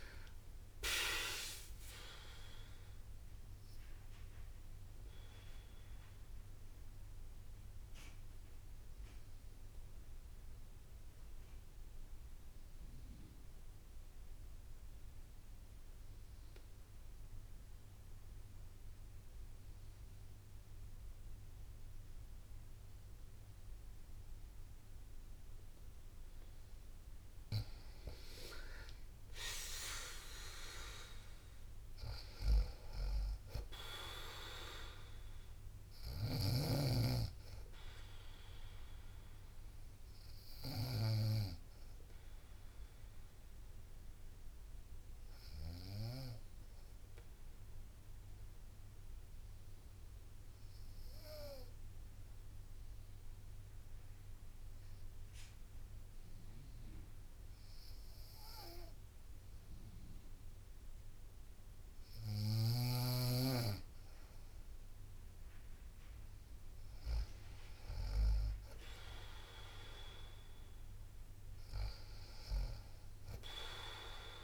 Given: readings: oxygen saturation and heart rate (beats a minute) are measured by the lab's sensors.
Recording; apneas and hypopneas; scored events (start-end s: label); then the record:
breathing in sleep by a room microphone; 2
0.00-1.00 s: arousal
0.00-1.00 s: long interval between heartbeats (device-marked, heart rate 68 extreme)
0.00-12.00 s: drop in pulse transit time (device-marked, heart rate 57 extreme)
0.00-22.00 s: oxygen desaturation (device-marked, oxygen 98% before, 92% lowest, heart rate 59 before, 56 extreme)
4.50-24.00 s: obstructive apnea (oxygen 98% before, 91% lowest, heart rate 61 before, 56 extreme, up 6 after)
7.00-25.00 s: bradycardia (device-marked, heart rate 62 before, 56 extreme)
27.50-30.50 s: arousal
29.00-41.00 s: drop in pulse transit time (device-marked, heart rate 58 before, 60 extreme)
31.00-53.00 s: oxygen desaturation (device-marked, oxygen 97% before, 91% lowest, heart rate 58 before, 56 extreme)
35.50-40.50 s: snoring (device-marked)
38.00-70.00 s: bradycardia (device-marked, heart rate 62 before, 56 extreme)
40.00-63.00 s: obstructive apnea (oxygen 97% before, 91% lowest, heart rate 61 before, 56 extreme, up 0 after)
65.00-69.00 s: arousal
65.00-74.44 s: drop in pulse transit time (device-marked, heart rate 58 before, 56 extreme)
From the record:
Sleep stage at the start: N2 (light sleep); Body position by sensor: on the right side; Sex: female